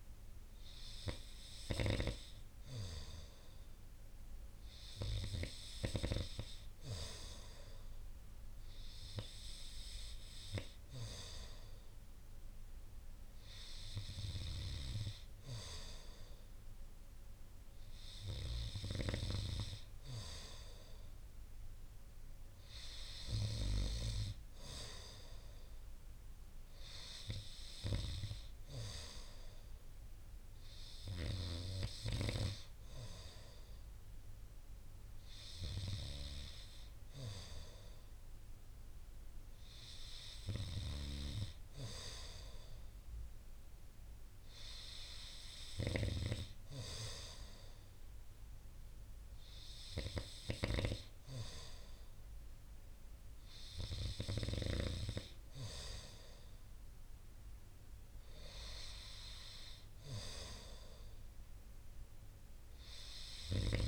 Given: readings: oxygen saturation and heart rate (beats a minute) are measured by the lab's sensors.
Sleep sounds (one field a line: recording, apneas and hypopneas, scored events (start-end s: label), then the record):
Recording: breathing in sleep by a room microphone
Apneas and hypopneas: none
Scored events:
none scored
From the record:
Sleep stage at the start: N2 (light sleep)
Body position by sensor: on the right side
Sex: male